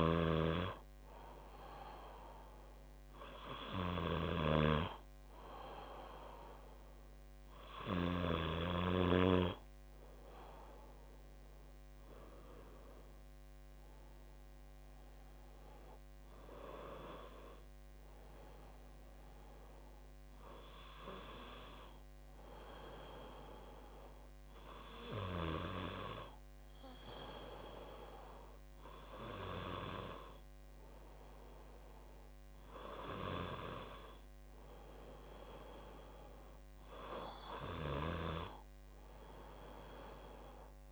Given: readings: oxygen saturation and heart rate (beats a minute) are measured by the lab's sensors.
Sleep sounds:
breathing in sleep by a microphone on the trachea; none
none scored
From the record:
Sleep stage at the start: N2 (light sleep); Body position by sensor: on the back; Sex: female

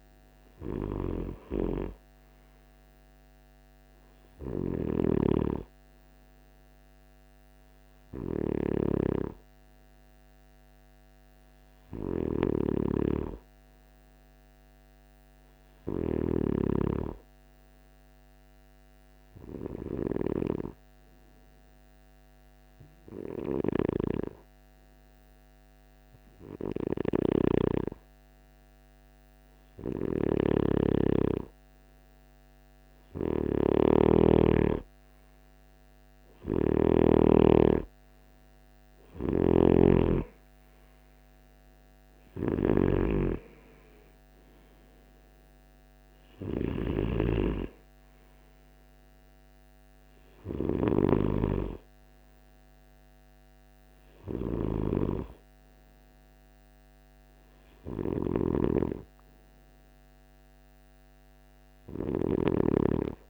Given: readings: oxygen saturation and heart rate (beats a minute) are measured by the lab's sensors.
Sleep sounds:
breathing in sleep by a microphone on the trachea; 1
0.00-12.50 s: oxygen desaturation (device-marked, oxygen 92% lowest, heart rate 59 extreme)
11.50-15.50 s: snoring (device-marked)
19.00-30.50 s: hypopnea (oxygen 96% before, 92% lowest, heart rate 63 before, 62 extreme, up 6 after)
29.50-33.50 s: snoring (device-marked)
35.00-38.50 s: arousal
35.50-42.00 s: snoring (device-marked)
From the record:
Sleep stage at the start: N2 (light sleep); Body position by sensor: on the right side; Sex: male

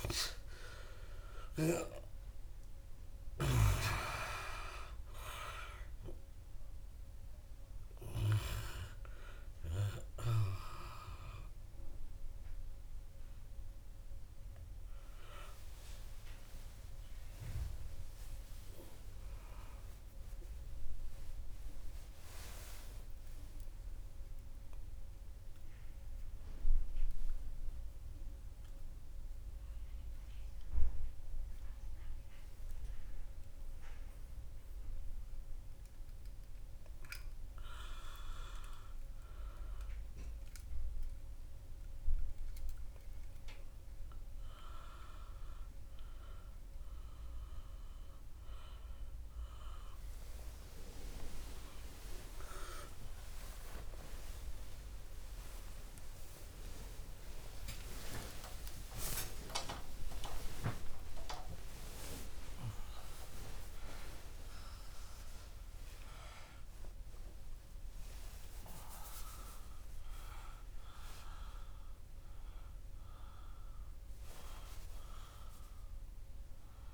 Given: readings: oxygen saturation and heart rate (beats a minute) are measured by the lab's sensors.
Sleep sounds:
a person partly awake in a sleep study, by a room microphone; 1
0.00-1.00 s: arousal
9.00-41.00 s: oxygen desaturation (device-marked, oxygen 98% before, 84% lowest, heart rate 64 before, 64 extreme)
19.00-23.00 s: arousal
24.00-37.00 s: central apnea (oxygen 98% before, 84% lowest, heart rate 84 before, 64 extreme, up 8 after)
49.00-76.94 s: new sleep stage, awake
From the record:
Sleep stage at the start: N2 (light sleep); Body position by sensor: on the right side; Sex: male

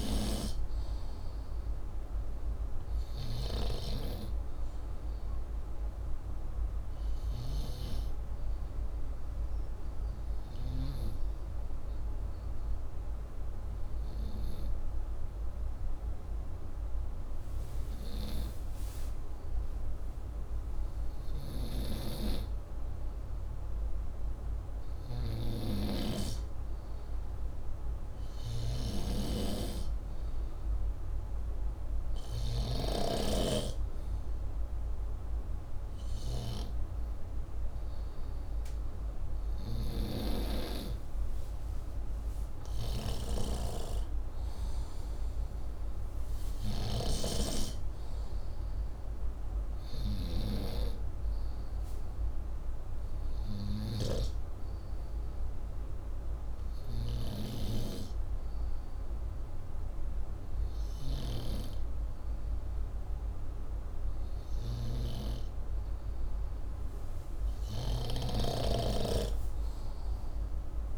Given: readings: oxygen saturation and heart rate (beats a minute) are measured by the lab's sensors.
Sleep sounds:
breathing in sleep by a room microphone; 1
0.00-22.00 s: oxygen desaturation (device-marked, oxygen 89% lowest, heart rate 61 extreme)
8.50-23.00 s: hypopnea (oxygen 98% before, 89% lowest, heart rate 62 before, 61 extreme, up 6 after)
25.00-28.50 s: arousal
28.50-32.50 s: snoring (device-marked)
39.00-56.00 s: oxygen desaturation (device-marked, oxygen 97% before, 91% lowest, heart rate 64 before, 61 extreme)
46.50-50.50 s: snoring (device-marked)
From the record:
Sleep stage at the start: N2 (light sleep); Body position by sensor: upright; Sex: male

